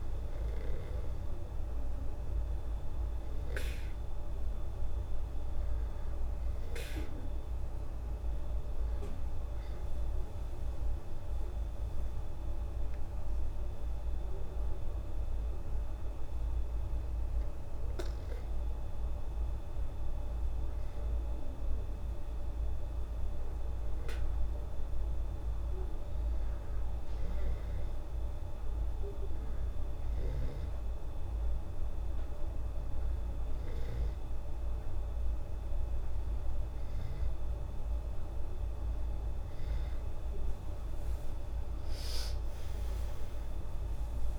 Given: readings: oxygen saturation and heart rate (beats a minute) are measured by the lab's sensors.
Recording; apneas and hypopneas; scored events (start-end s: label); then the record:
breathing in sleep, hard to hear, by a room microphone; none
11.00-15.00 s: arousal
40.50-44.39 s: arousal
From the record:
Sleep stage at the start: N2 (light sleep); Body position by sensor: on the back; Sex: female